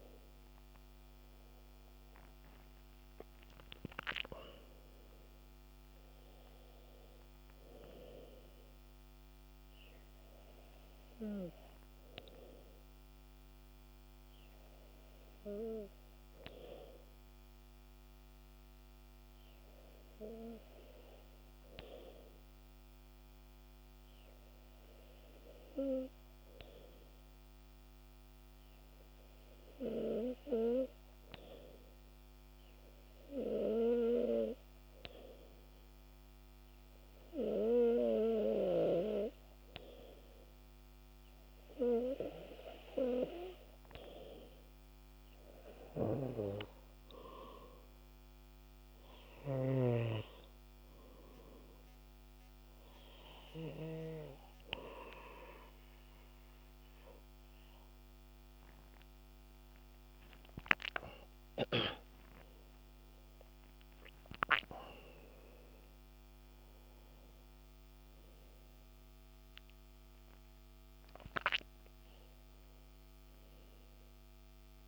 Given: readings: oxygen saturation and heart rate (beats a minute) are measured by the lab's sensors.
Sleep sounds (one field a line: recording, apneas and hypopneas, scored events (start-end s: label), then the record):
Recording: breathing in sleep by a microphone on the trachea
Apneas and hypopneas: 1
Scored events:
11.00-14.50 s: arousal
16.50-40.50 s: hypopnea (oxygen 98% before, 94% lowest, heart rate 79 before, 65 extreme, up 5 after)
35.50-52.50 s: oxygen desaturation (device-marked, oxygen 98% before, 94% lowest, heart rate 69 before, 66 extreme)
43.00-46.50 s: arousal
64.50-74.88 s: new sleep stage, awake
From the record:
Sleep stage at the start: N2 (light sleep)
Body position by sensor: on the back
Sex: male